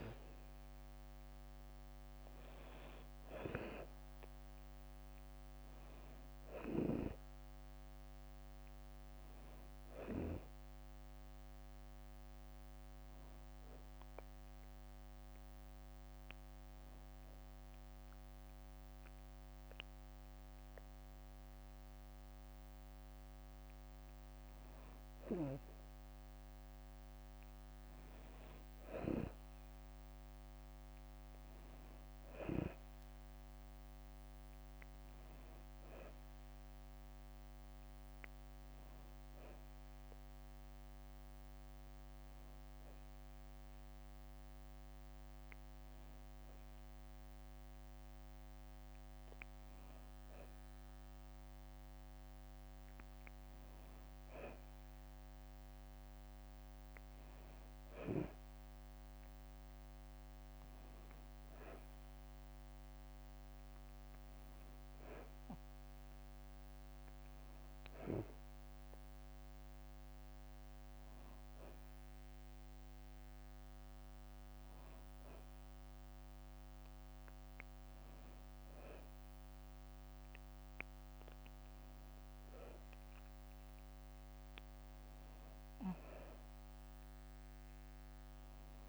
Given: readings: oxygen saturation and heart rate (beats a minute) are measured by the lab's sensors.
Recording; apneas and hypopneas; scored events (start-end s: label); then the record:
breathing in sleep by a microphone on the trachea; 1
0.00-3.00 s: arousal
5.00-19.00 s: oxygen desaturation (device-marked, oxygen 97% before, 93% lowest, heart rate 66 before, 64 extreme)
14.00-24.00 s: hypopnea (oxygen 97% before, 93% lowest, heart rate 66 before, 65 extreme, up 2 after)
26.00-29.50 s: arousal
33.00-47.00 s: oxygen desaturation (device-marked, oxygen 97% before, 93% lowest, heart rate 66 before, 65 extreme)
44.00-54.00 s: drop in pulse transit time (device-marked, heart rate 66 before, 65 extreme)
45.00-54.00 s: tachycardia (device-marked, heart rate 65 before, 163 extreme)
51.00-53.00 s: long interval between heartbeats (device-marked, heart rate 77 before, 157 extreme)
60.00-69.00 s: tachycardia (device-marked, heart rate 67 before, 184 extreme)
61.00-63.00 s: long interval between heartbeats (device-marked, heart rate 100 before, 77 extreme)
67.00-69.00 s: long interval between heartbeats (device-marked, heart rate 117 before, 173 extreme)
80.00-82.00 s: long interval between heartbeats (device-marked, heart rate 108 before, 77 extreme)
86.00-88.89 s: arousal
86.00-88.89 s: tachycardia (device-marked, heart rate 69 before, 165 extreme)
87.00-88.89 s: long interval between heartbeats (device-marked, heart rate 94 before, 76 extreme)
From the record:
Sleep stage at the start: N2 (light sleep); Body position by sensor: on the back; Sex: female